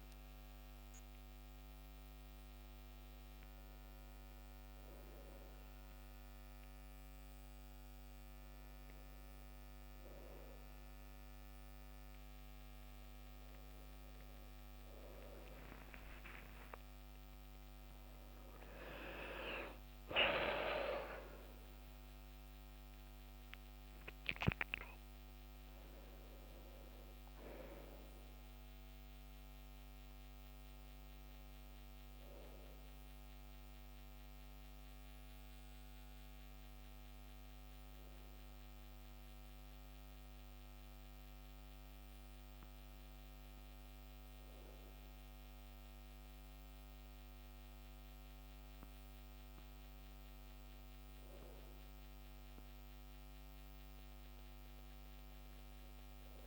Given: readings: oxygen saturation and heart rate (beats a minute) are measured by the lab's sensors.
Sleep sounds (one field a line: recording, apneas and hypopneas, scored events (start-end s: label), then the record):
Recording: a person awake in a sleep study, by a microphone on the trachea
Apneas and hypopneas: none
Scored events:
26.00-56.46 s: new sleep stage, awake
From the record:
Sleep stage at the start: N1 (lightest sleep)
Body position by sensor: on the back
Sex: male